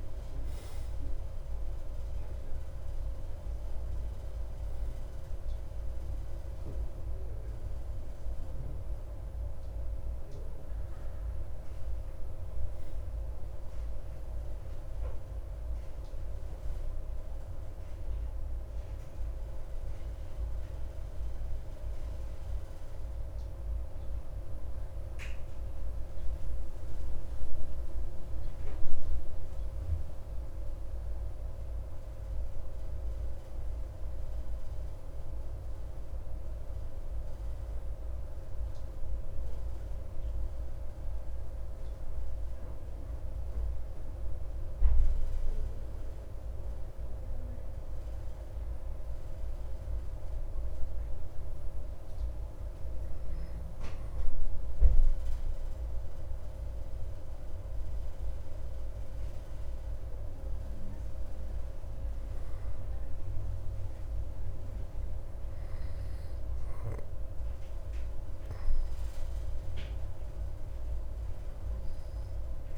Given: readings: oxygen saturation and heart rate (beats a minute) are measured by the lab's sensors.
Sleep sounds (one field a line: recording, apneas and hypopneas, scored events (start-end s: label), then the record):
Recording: breathing in sleep, hard to hear, by a room microphone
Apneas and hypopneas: none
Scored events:
none scored
From the record:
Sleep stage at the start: N2 (light sleep)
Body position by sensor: on the back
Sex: male